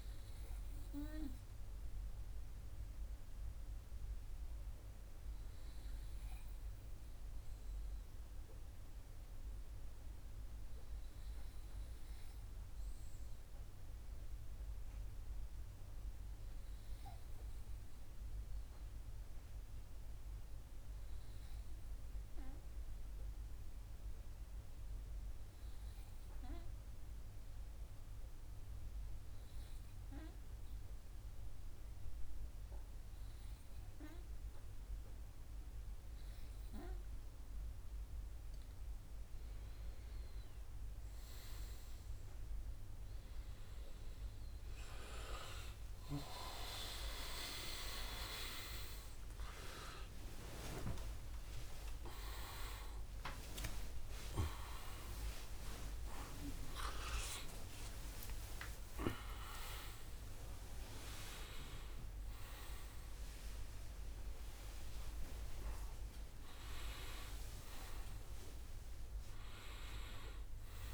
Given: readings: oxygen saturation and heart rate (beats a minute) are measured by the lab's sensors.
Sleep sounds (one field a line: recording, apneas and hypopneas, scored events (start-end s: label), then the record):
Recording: breathing in sleep by a room microphone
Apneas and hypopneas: 1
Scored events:
13.50-36.50 s: hypopnea (oxygen 98% before, 95% lowest, heart rate 91 before, 73 extreme, up 38 after)
56.50-70.94 s: new sleep stage, awake
From the record:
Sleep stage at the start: N2 (light sleep)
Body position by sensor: on the right side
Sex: male